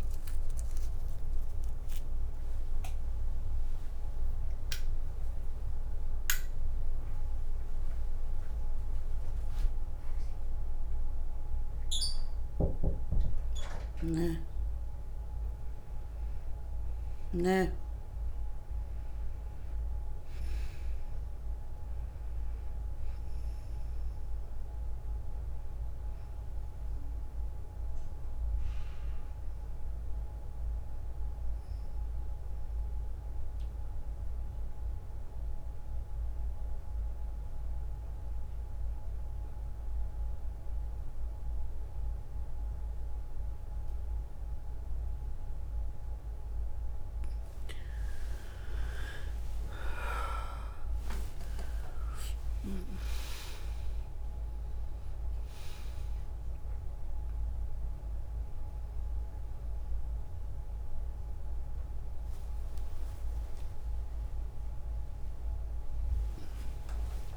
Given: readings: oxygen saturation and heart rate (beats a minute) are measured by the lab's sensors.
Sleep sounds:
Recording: breathing in sleep by a room microphone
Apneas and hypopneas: 2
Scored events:
2.50-13.00 s: hypopnea (oxygen 96% before, 92% lowest, heart rate 79 before, 56 extreme, up 5 after)
15.50-20.50 s: arousal
32.50-45.50 s: obstructive apnea (oxygen 99% before, 92% lowest, heart rate 59 before, 59 extreme, up 7 after)
47.50-52.00 s: arousal
49.00-67.37 s: oxygen desaturation (device-marked, oxygen 98% before, 92% lowest, heart rate 61 before, 56 extreme)
From the record:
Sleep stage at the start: N2 (light sleep)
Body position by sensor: on the right side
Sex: female

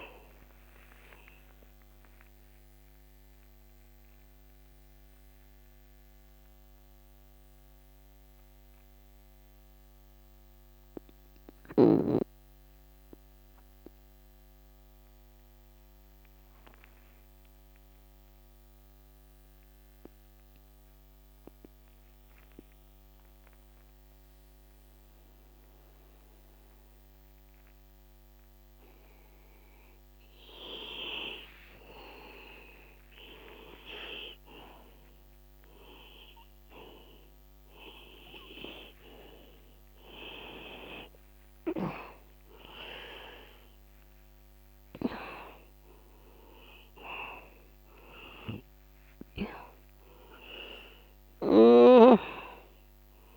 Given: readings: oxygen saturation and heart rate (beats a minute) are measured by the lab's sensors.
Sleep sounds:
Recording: breathing in sleep by a microphone on the trachea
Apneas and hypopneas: 1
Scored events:
0.00-19.50 s: oxygen desaturation (device-marked, oxygen 87% lowest)
4.00-32.00 s: mixed apnea (oxygen 95% before, 87% lowest, heart rate 59 before, 35 extreme, up 0 after)
36.50-41.50 s: arousal
38.50-53.37 s: oxygen desaturation (device-marked, oxygen 98% before, 87% lowest)
From the record:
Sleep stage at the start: N2 (light sleep)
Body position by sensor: on the back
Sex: male

